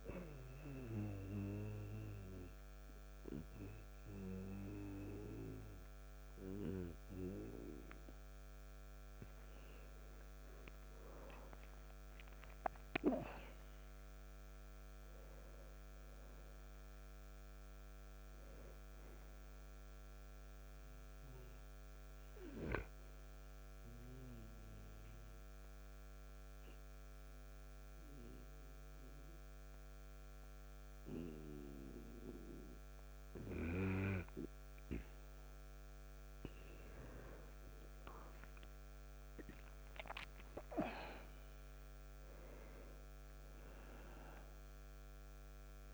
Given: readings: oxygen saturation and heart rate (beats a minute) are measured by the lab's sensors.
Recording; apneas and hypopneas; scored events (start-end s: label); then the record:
breathing in sleep by a microphone on the trachea; 2
0.50-10.50 s: obstructive apnea (oxygen 97% before, 92% lowest, heart rate 60 before, 61 extreme, up 2 after)
4.50-14.50 s: oxygen desaturation (device-marked, oxygen 97% before, 92% lowest, heart rate 60 before, 59 extreme)
11.50-15.50 s: arousal
21.50-36.00 s: obstructive apnea (oxygen 97% before, 93% lowest, heart rate 63 before, 59 extreme, up 2 after)
37.50-41.50 s: arousal
From the record:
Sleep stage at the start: N2 (light sleep); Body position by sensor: on the back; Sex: male